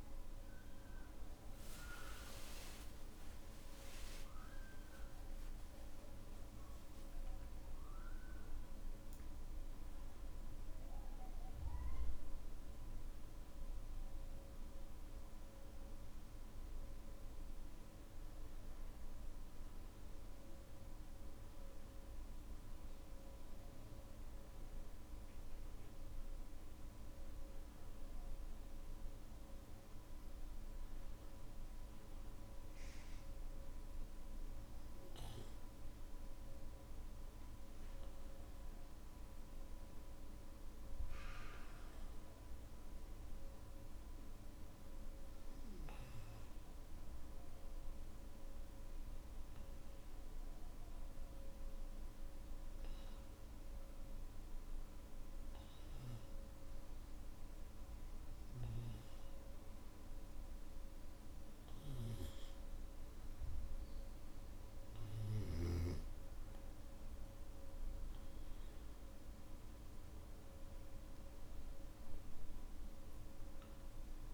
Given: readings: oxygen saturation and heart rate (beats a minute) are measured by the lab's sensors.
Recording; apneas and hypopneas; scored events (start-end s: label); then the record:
breathing in sleep, hard to hear, by a room microphone; 1
44.00-67.00 s: hypopnea (oxygen 97% before, 94% lowest, heart rate 57 before, 58 extreme, up 8 after)
From the record:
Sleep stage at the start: N1 (lightest sleep); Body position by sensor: on the back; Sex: male